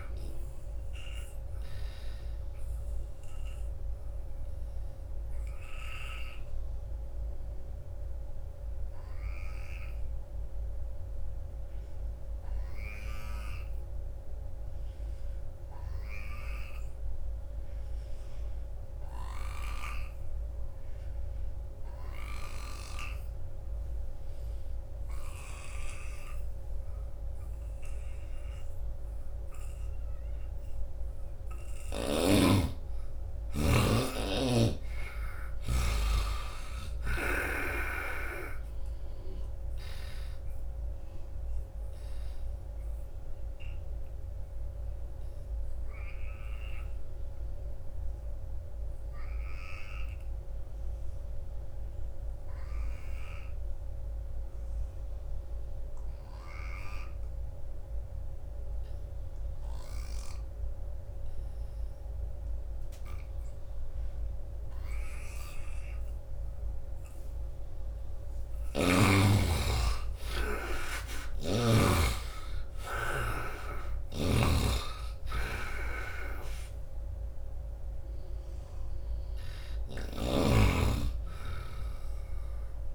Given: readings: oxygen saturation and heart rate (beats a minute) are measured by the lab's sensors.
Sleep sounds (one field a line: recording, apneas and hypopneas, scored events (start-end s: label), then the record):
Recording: breathing in sleep by a room microphone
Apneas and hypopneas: 2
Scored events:
0.00-18.00 s: oxygen desaturation (device-marked, oxygen 74% lowest, heart rate 67 extreme)
1.00-31.00 s: obstructive apnea (oxygen 98% before, 74% lowest, heart rate 78 before, 67 extreme, up 3 after)
28.00-57.00 s: oxygen desaturation (device-marked, oxygen 98% before, 74% lowest, heart rate 82 before, 60 extreme)
33.00-37.00 s: arousal
40.50-66.50 s: obstructive apnea (oxygen 98% before, 74% lowest, heart rate 76 before, 60 extreme, up 24 after)
67.50-70.00 s: arousal
68.00-71.50 s: snoring (device-marked)
70.00-82.95 s: oxygen desaturation (device-marked, oxygen 95% before, 74% lowest, heart rate 73 before, 71 extreme)
73.50-80.00 s: snoring (device-marked)
From the record:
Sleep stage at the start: N2 (light sleep)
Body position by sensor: on the right side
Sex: male